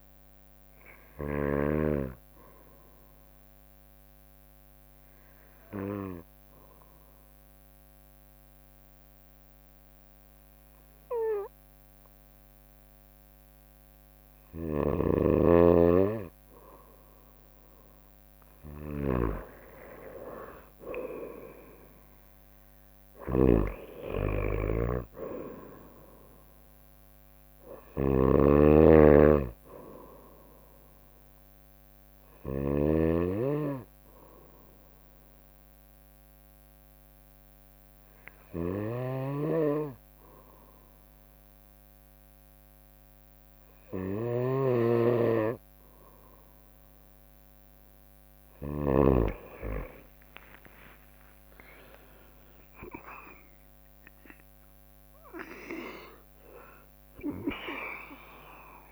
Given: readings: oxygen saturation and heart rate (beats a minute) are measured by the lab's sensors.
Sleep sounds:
breathing in sleep by a microphone on the trachea; 2
0.00-1.50 s: bradycardia (device-marked, heart rate 60 extreme)
0.50-17.50 s: obstructive apnea (oxygen 96% before, 92% lowest, heart rate 69 before, 58 extreme, up 13 after)
14.50-32.50 s: snoring (device-marked)
15.50-27.50 s: drop in pulse transit time (device-marked, heart rate 61 before, 62 extreme)
20.00-23.50 s: arousal
23.50-25.50 s: long interval between heartbeats (device-marked, heart rate 62 before, 72 extreme)
28.50-41.50 s: oxygen desaturation (device-marked, oxygen 95% before, 92% lowest, heart rate 65 before, 58 extreme)
32.00-47.00 s: obstructive apnea (oxygen 96% before, 92% lowest, heart rate 65 before, 57 extreme, up 29 after)
32.50-36.50 s: bradycardia (device-marked, heart rate 69 before, 59 extreme)
38.50-49.00 s: snoring (device-marked)
50.00-53.50 s: arousal
51.00-53.00 s: long interval between heartbeats (device-marked, heart rate 61 before, 80 extreme)
51.50-58.92 s: drop in pulse transit time (device-marked, heart rate 62 before, 65 extreme)
From the record:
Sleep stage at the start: N2 (light sleep); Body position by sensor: on the right side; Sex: female

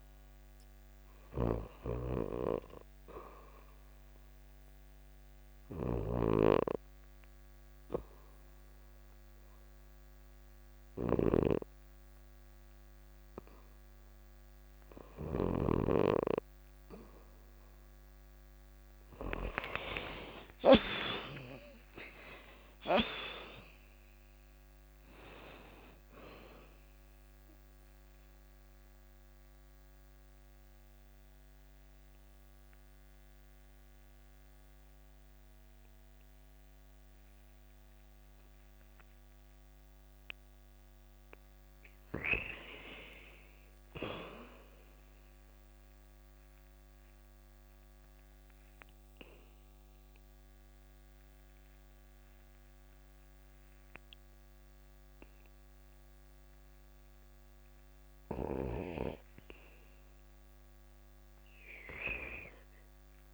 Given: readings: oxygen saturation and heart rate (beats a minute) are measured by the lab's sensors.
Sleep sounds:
breathing in sleep by a microphone on the trachea; 3
0.00-13.00 s: oxygen desaturation (device-marked, oxygen 78% lowest, heart rate 87 extreme)
0.00-20.00 s: snoring (device-marked)
4.00-15.00 s: hypopnea (oxygen 91% before, 78% lowest, heart rate 88 before, 92 extreme, up 6 after)
17.00-21.50 s: arousal
18.00-37.00 s: oxygen desaturation (device-marked, oxygen 88% before, 80% lowest, heart rate 90 before, 88 extreme)
26.00-40.50 s: mixed apnea (oxygen 88% before, 80% lowest, heart rate 93 before, 87 extreme, up 0 after)
41.50-43.50 s: arousal
46.00-58.50 s: mixed apnea (oxygen 100% before, 79% lowest, heart rate 94 before, 87 extreme, up 0 after)
47.00-56.00 s: oxygen desaturation (device-marked, oxygen 100% before, 86% lowest, heart rate 94 before, 87 extreme)
From the record:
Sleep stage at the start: REM sleep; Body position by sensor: on the back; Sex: female

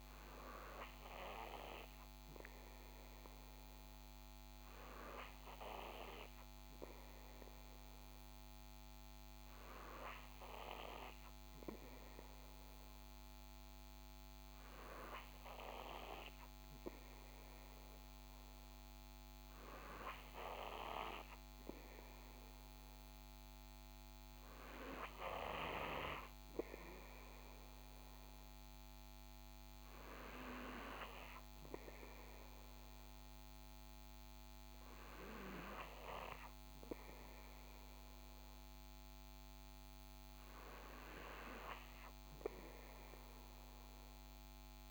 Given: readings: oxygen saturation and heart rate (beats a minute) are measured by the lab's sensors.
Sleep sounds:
breathing in sleep by a microphone on the trachea; none
none scored
From the record:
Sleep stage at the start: N2 (light sleep); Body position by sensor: on the right side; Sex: male

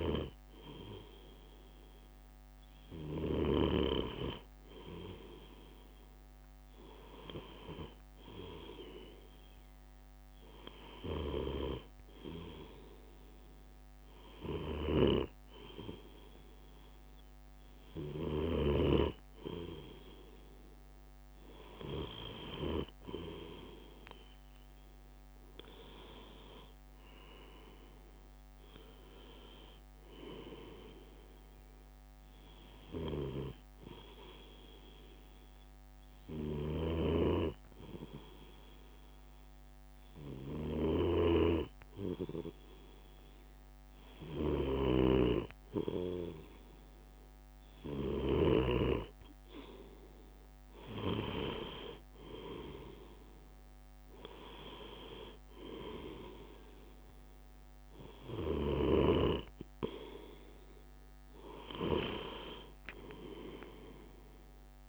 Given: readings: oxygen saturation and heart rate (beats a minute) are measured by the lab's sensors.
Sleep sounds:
breathing in sleep by a microphone on the trachea; 1
20.00-36.00 s: drop in pulse transit time (device-marked, heart rate 61 before, 57 extreme)
24.50-30.00 s: arousal
34.00-46.50 s: hypopnea (oxygen 96% before, 93% lowest, heart rate 63 before, 56 extreme, up 7 after)
49.50-54.50 s: arousal
From the record:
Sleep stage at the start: N2 (light sleep); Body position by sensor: on the left side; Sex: male

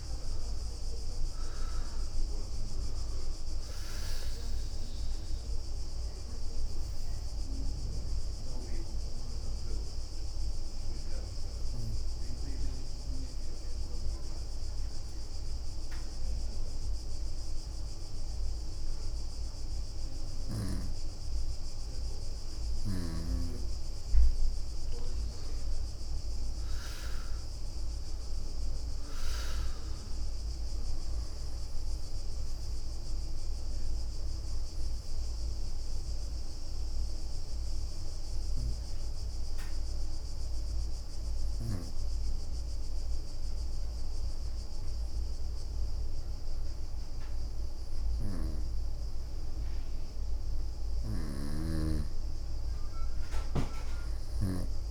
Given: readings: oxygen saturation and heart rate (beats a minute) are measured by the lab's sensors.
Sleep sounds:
breathing in sleep by a room microphone; 2
10.00-21.00 s: hypopnea (oxygen 98% before, 94% lowest, heart rate 65 before, 58 extreme, up 11 after)
14.00-19.00 s: bradycardia (device-marked, heart rate 65 before, 58 extreme)
24.50-28.00 s: arousal
28.00-46.00 s: oxygen desaturation (device-marked, oxygen 98% before, 95% lowest, heart rate 61 before, 58 extreme)
34.00-39.00 s: bradycardia (device-marked, heart rate 65 before, 59 extreme)
35.00-37.50 s: leg movement (device-marked)
38.00-50.50 s: hypopnea (oxygen 98% before, 94% lowest, heart rate 64 before, 58 extreme, up 9 after)
50.50-52.00 s: leg movement (device-marked)
50.50-54.50 s: snoring (device-marked)
52.00-54.91 s: leg movement (device-marked)
53.50-54.91 s: arousal
From the record:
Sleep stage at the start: N2 (light sleep); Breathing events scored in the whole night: 299 in 4.3 hours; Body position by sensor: on the right side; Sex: female

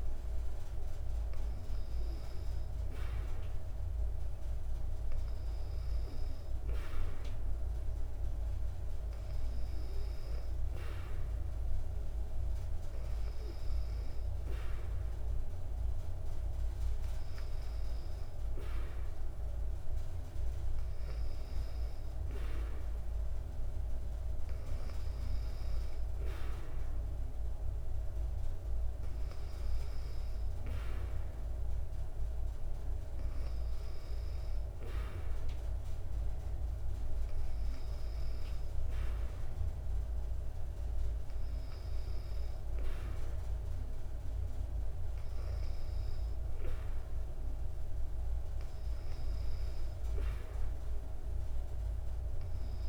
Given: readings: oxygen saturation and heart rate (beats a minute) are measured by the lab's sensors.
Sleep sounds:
breathing in sleep, hard to hear, by a room microphone; none
none scored
From the record:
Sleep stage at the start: N2 (light sleep); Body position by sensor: on the back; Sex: female

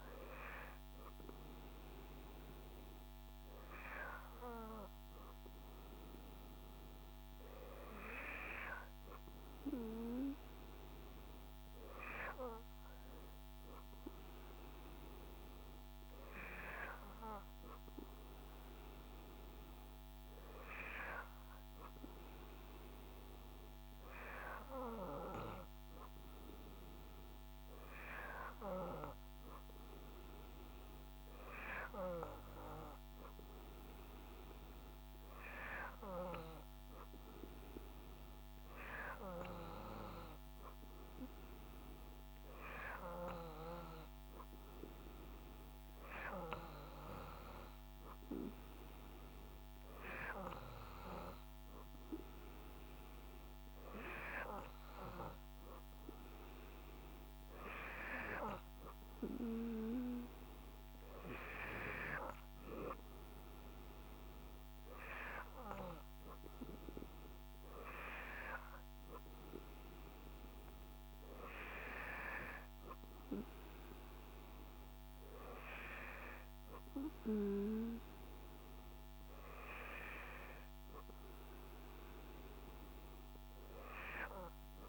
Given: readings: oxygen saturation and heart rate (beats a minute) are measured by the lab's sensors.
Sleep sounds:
breathing in sleep by a microphone on the trachea; none
none scored
From the record:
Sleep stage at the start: N2 (light sleep); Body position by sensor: on the back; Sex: male

